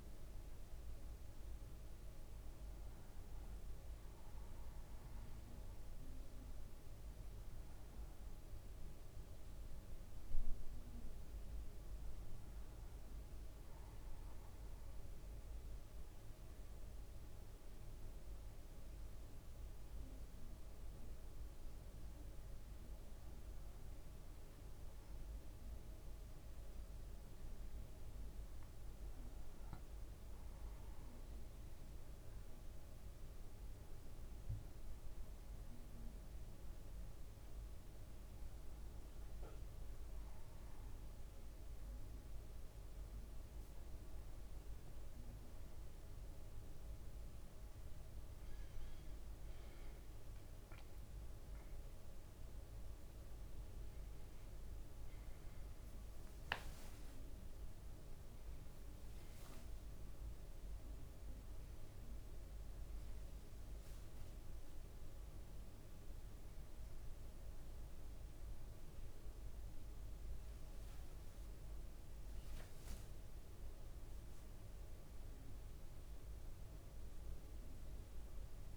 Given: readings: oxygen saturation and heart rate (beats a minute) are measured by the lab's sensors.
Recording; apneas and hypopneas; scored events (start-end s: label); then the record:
breathing in sleep, hard to hear, by a room microphone; none
70.00-71.50 s: leg movement (device-marked)
72.00-74.50 s: leg movement (device-marked)
From the record:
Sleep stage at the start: N2 (light sleep); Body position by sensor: on the back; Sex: male